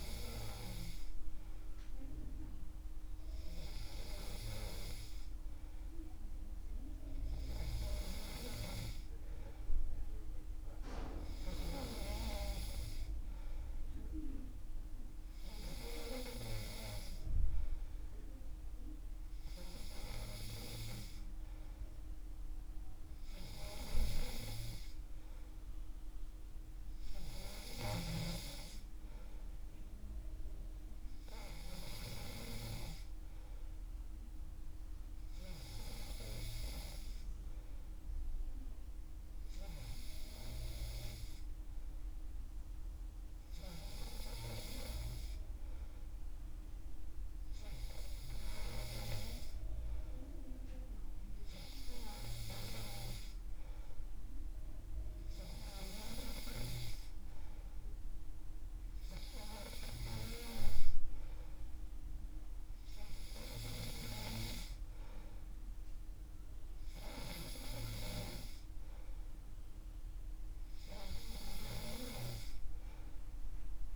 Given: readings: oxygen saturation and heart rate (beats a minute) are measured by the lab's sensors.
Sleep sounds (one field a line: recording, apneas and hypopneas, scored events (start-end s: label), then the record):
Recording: breathing in sleep by a room microphone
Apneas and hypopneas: none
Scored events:
none scored
From the record:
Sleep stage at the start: N3 (deep sleep)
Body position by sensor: on the back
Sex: male